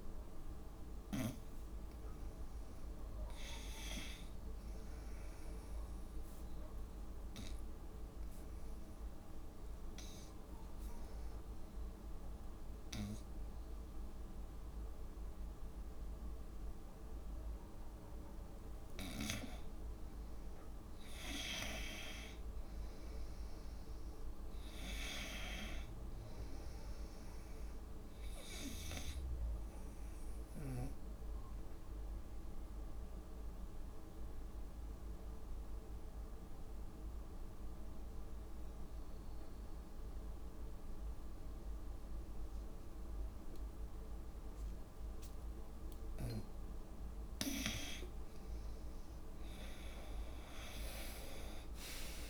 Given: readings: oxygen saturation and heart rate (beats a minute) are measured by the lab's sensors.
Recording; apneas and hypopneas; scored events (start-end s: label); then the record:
breathing in sleep by a room microphone; 2
0.00-1.50 s: oxygen desaturation (device-marked, oxygen 90% lowest, heart rate 64 extreme)
5.00-18.50 s: obstructive apnea (oxygen 97% before, 89% lowest, heart rate 71 before, 64 extreme, up 15 after)
19.00-21.00 s: long interval between heartbeats (device-marked, heart rate 67 before, 76 extreme)
20.00-23.50 s: arousal
25.50-41.50 s: oxygen desaturation (device-marked, oxygen 95% before, 90% lowest, heart rate 70 before, 67 extreme)
30.00-47.00 s: obstructive apnea (oxygen 97% before, 87% lowest, heart rate 71 before, 67 extreme, up 22 after)
46.00-48.00 s: long interval between heartbeats (device-marked, heart rate 70 before, 79 extreme)
48.00-51.50 s: arousal
48.50-50.50 s: long interval between heartbeats (device-marked, heart rate 71 before, 89 extreme)
From the record:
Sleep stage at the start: N2 (light sleep); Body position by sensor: on the front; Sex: female